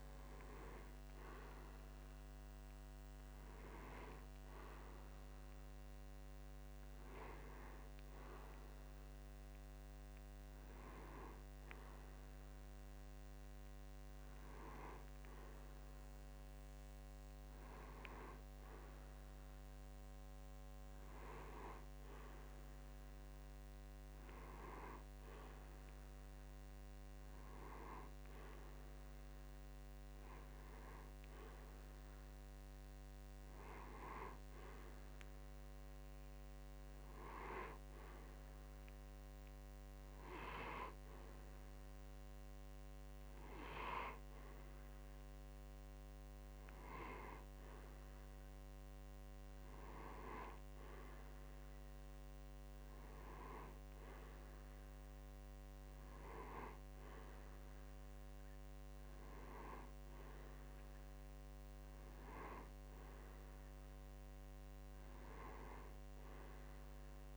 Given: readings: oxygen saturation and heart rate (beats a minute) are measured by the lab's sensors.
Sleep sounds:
breathing in sleep by a microphone on the trachea; none
12.00-24.00 s: oxygen desaturation (device-marked, oxygen 95% before, 91% lowest)
From the record:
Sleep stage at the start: N1 (lightest sleep); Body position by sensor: on the right side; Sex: male

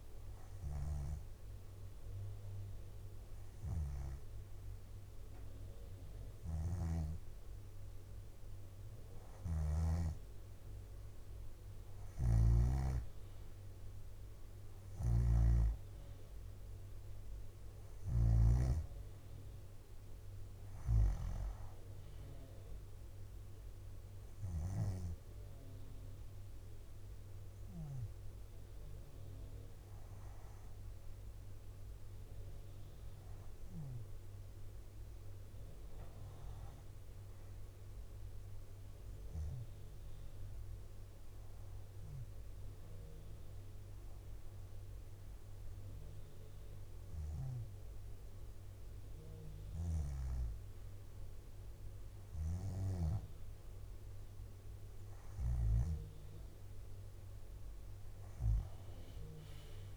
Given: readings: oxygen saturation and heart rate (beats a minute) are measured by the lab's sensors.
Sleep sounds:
breathing in sleep by a room microphone; 1
0.50-10.00 s: snoring (device-marked)
8.00-12.50 s: arousal
9.00-16.50 s: leg movement (device-marked)
12.00-18.50 s: snoring (device-marked)
14.50-26.50 s: drop in pulse transit time (device-marked, heart rate 64 before, 62 extreme)
17.50-23.00 s: leg movement (device-marked)
24.00-26.50 s: leg movement (device-marked)
24.50-35.00 s: hypopnea (oxygen 92% before, 89% lowest, heart rate 65 before, 60 extreme, up 2 after)
37.00-40.00 s: arousal
49.50-53.00 s: snoring (device-marked)
From the record:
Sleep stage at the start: N2 (light sleep); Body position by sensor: on the back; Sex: female

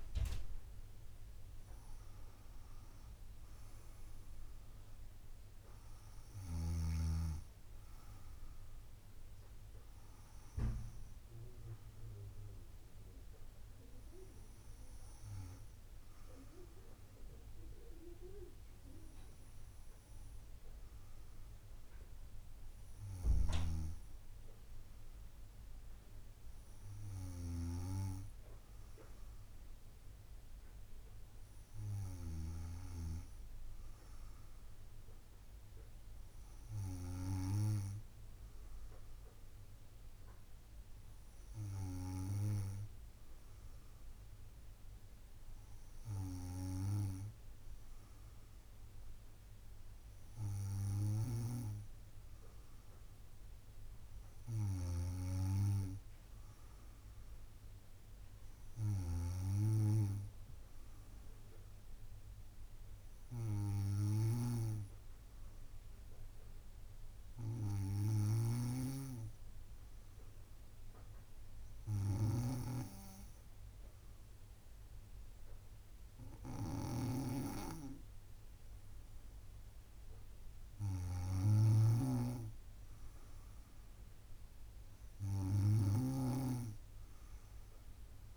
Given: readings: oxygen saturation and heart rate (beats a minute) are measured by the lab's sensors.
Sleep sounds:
breathing in sleep by a room microphone; 1
2.00-5.50 s: arousal
61.50-81.00 s: hypopnea (oxygen 96% before, 93% lowest, heart rate 65 before, 61 extreme, up 1 after)
64.00-69.00 s: snoring (device-marked)
84.50-87.50 s: arousal
From the record:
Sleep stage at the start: N2 (light sleep); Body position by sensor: on the back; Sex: female

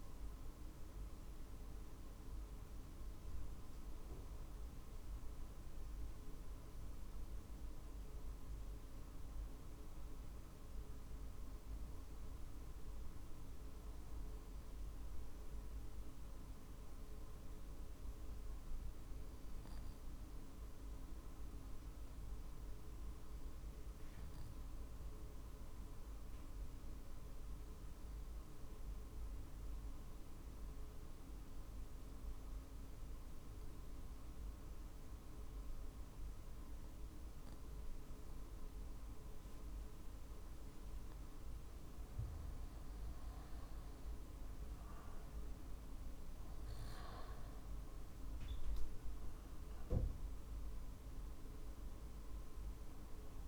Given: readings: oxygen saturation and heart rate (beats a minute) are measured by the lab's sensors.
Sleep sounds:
breathing in sleep, hard to hear, by a room microphone; 1
0.00-2.50 s: drop in pulse transit time (device-marked, heart rate 47 extreme)
13.00-39.00 s: obstructive apnea (oxygen 96% before, 91% lowest, heart rate 47 before, 46 extreme, up 4 after)
43.50-47.00 s: arousal
46.50-53.48 s: drop in pulse transit time (device-marked, heart rate 47 before, 48 extreme)
From the record:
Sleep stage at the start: N2 (light sleep); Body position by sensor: on the back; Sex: male

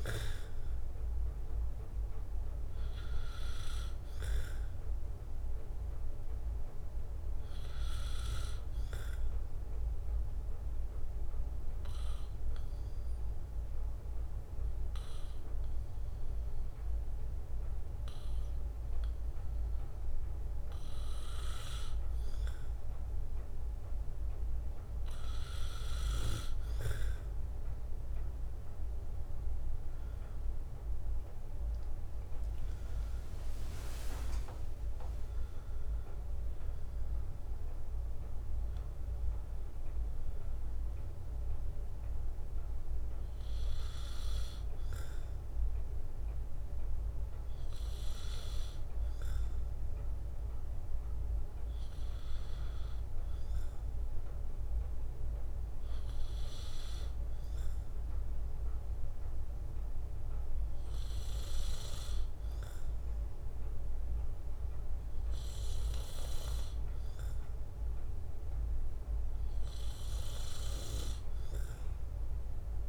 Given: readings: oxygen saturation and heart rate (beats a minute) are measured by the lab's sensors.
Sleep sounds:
breathing in sleep by a room microphone; 2
0.00-12.50 s: oxygen desaturation (device-marked, oxygen 92% lowest, heart rate 62 extreme)
10.50-21.00 s: hypopnea (oxygen 97% before, 90% lowest, heart rate 66 before, 62 extreme, up 4 after)
30.00-34.50 s: arousal
30.50-59.50 s: oxygen desaturation (device-marked, oxygen 96% before, 90% lowest, heart rate 64 before, 61 extreme)
32.50-46.50 s: drop in pulse transit time (device-marked, heart rate 64 before, 64 extreme)
51.50-67.50 s: obstructive apnea (oxygen 95% before, 91% lowest, heart rate 69 before, 62 extreme, up 5 after)
70.00-72.88 s: arousal
From the record:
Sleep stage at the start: N2 (light sleep); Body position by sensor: on the right side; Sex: male

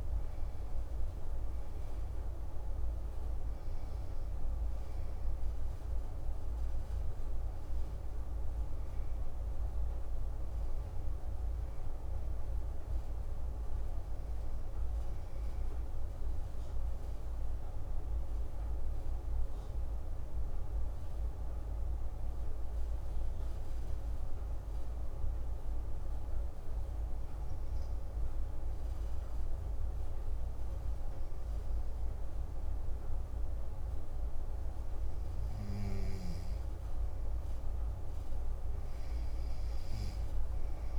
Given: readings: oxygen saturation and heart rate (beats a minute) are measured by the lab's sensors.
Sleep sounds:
breathing in sleep, hard to hear, by a room microphone; 1
17.00-36.50 s: hypopnea (oxygen 96% before, 90% lowest, heart rate 46 before, 60 extreme, up 21 after)
38.00-40.99 s: arousal
From the record:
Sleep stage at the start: N2 (light sleep); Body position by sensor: on the back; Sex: male

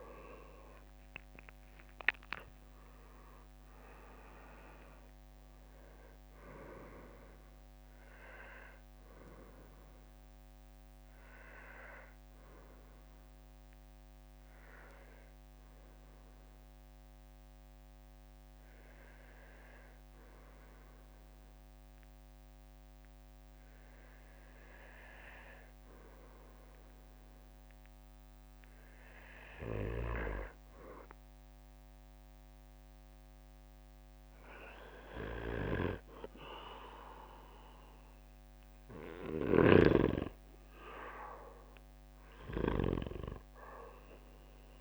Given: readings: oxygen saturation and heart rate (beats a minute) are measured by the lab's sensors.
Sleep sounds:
breathing in sleep by a microphone on the trachea; 1
0.50-18.50 s: oxygen desaturation (device-marked, oxygen 97% before, 88% lowest, heart rate 61 before, 55 extreme)
1.50-5.00 s: arousal
11.00-28.00 s: hypopnea (oxygen 97% before, 88% lowest, heart rate 68 before, 56 extreme, up 6 after)
29.00-32.00 s: arousal
34.50-44.81 s: oxygen desaturation (device-marked, oxygen 97% before, 93% lowest, heart rate 60 before, 59 extreme)
From the record:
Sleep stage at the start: N2 (light sleep); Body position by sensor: on the back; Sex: male

